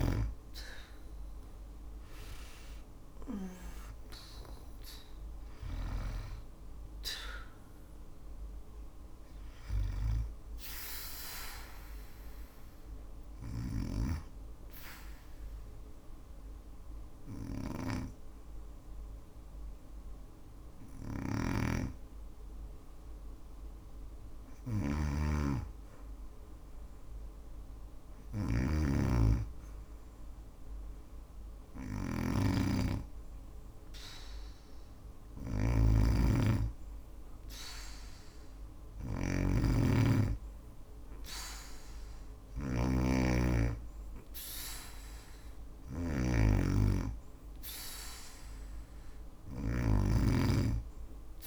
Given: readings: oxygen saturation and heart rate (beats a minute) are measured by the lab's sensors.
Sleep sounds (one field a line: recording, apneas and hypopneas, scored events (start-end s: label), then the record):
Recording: breathing in sleep by a room microphone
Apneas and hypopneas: 1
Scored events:
0.00-22.00 s: oxygen desaturation (device-marked, oxygen 92% lowest, heart rate 32 extreme)
11.00-23.00 s: hypopnea (oxygen 97% before, 92% lowest, heart rate 55 before, 35 extreme, up 27 after)
12.50-51.47 s: snoring (device-marked)
34.00-51.47 s: oxygen desaturation (device-marked, oxygen 97% before, 93% lowest, heart rate 52 before, 30 extreme)
From the record:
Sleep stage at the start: N2 (light sleep)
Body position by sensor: on the back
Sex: female